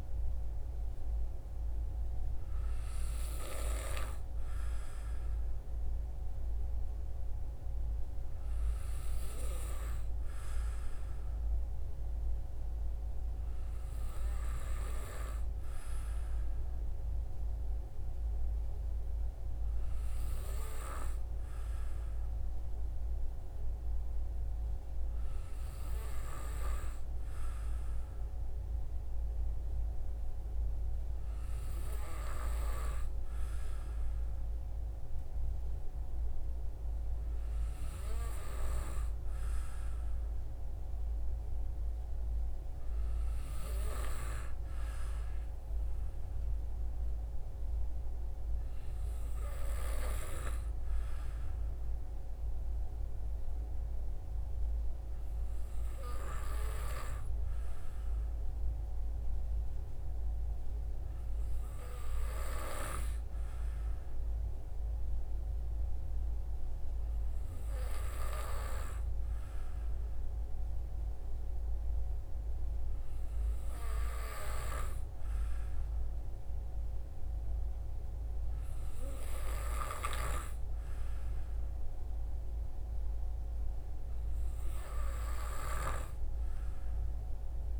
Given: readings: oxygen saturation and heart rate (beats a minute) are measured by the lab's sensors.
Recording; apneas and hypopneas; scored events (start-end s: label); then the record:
breathing in sleep by a room microphone; none
none scored
From the record:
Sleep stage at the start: N2 (light sleep); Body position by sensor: on the back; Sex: male